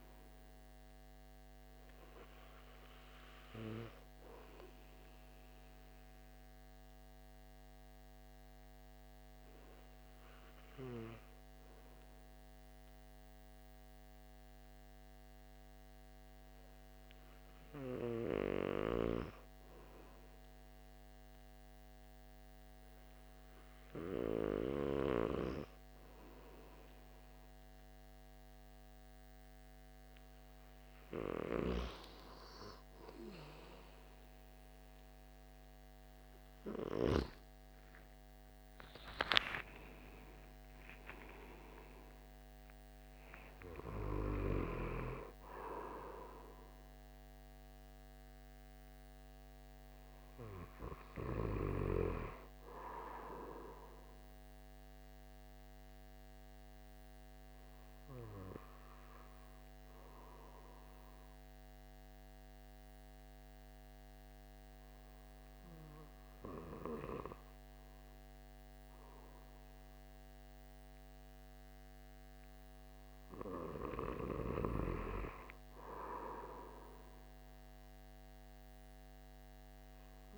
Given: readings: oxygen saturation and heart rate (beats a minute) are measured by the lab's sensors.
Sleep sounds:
breathing in sleep by a microphone on the trachea; 2
5.50-30.50 s: hypopnea (oxygen 98% before, 94% lowest, heart rate 168 before, 89 extreme)
36.00-39.50 s: arousal
55.50-73.00 s: obstructive apnea (oxygen 96% before, 91% lowest)
From the record:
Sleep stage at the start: N2 (light sleep); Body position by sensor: on the back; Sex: male

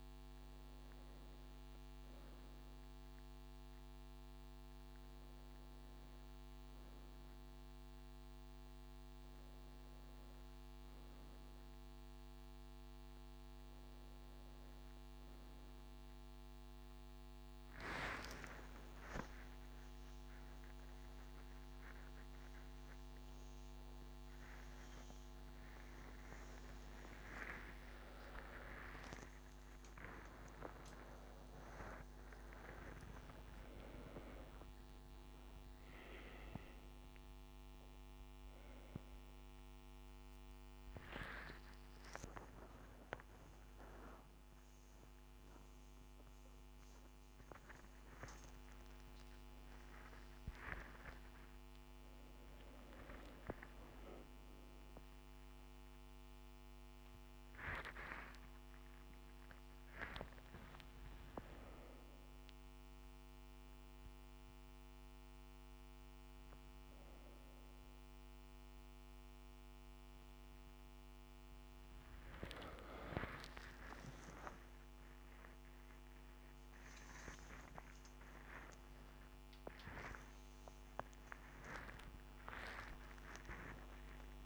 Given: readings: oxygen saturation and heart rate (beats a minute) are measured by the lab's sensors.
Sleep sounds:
a person awake in a sleep study, by a microphone on the trachea; none
none scored
From the record:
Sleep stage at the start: awake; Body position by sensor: on the front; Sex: male

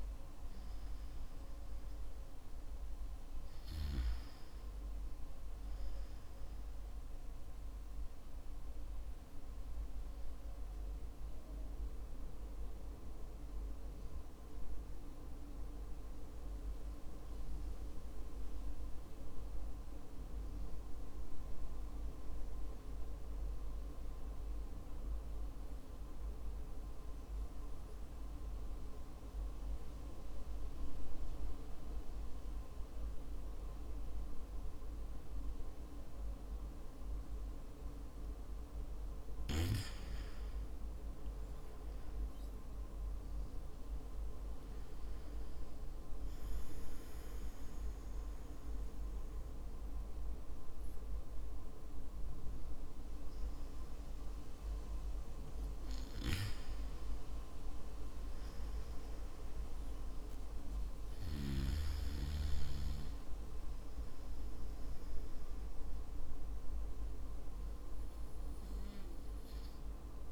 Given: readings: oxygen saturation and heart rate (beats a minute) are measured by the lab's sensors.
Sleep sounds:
breathing in sleep, hard to hear, by a room microphone; 1
17.50-39.00 s: mixed apnea (oxygen 94% before, 93% lowest, heart rate 56 before, 54 extreme, up 8 after)
41.50-46.50 s: arousal
From the record:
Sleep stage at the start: N2 (light sleep); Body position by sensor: on the back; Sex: male

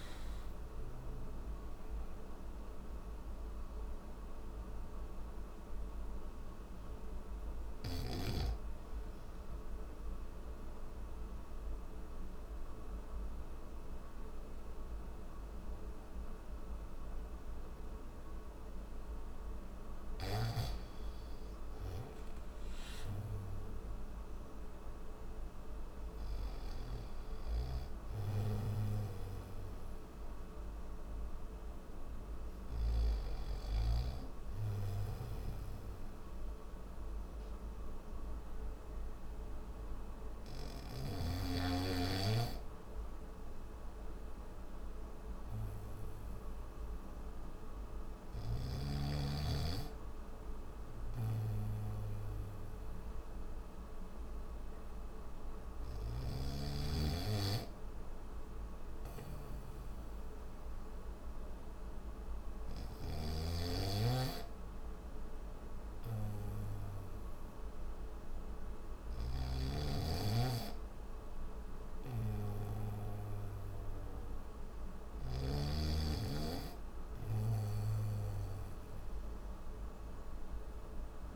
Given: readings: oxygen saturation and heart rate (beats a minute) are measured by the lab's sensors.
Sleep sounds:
breathing in sleep by a room microphone; none
19.50-26.00 s: snoring (device-marked)
25.50-45.50 s: oxygen desaturation (device-marked, oxygen 98% before, 95% lowest, heart rate 72 before, 65 extreme)
59.50-81.36 s: new sleep stage, N3 (deep sleep)
68.50-75.00 s: snoring (device-marked)
From the record:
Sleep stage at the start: N1 (lightest sleep); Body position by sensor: on the back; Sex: male

